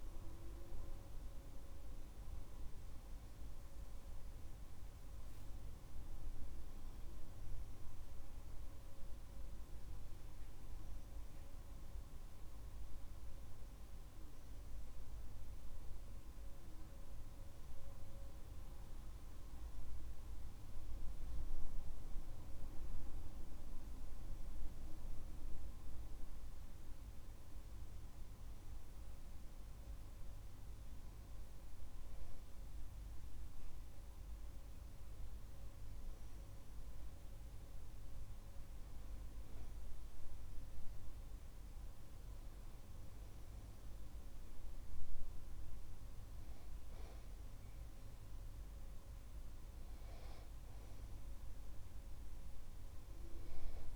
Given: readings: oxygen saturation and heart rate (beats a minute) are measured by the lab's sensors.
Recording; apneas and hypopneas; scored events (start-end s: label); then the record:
breathing in sleep, hard to hear, by a room microphone; none
none scored
From the record:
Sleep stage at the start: N2 (light sleep); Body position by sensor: on the back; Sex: male